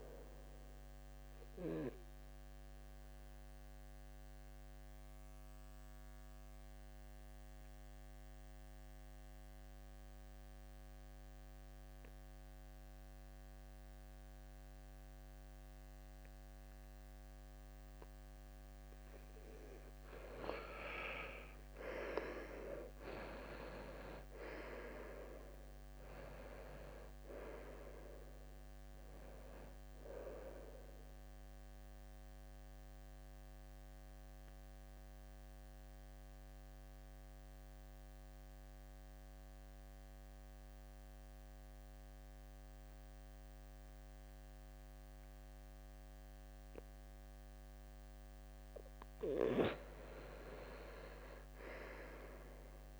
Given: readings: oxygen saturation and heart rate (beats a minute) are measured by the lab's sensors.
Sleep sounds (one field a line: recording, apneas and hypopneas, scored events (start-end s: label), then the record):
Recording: breathing in sleep by a microphone on the trachea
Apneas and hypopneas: 2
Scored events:
0.50-19.00 s: mixed apnea (oxygen 97% before, 91% lowest, heart rate 74 before, 67 extreme, up 9 after)
12.50-20.50 s: oxygen desaturation (device-marked, oxygen 96% before, 93% lowest, heart rate 72 before, 67 extreme)
22.00-26.00 s: arousal
30.50-48.00 s: central apnea (oxygen 97% before, 91% lowest, heart rate 71 before, 68 extreme, up 6 after)
49.50-53.00 s: arousal
From the record:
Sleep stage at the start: N2 (light sleep)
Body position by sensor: on the back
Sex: male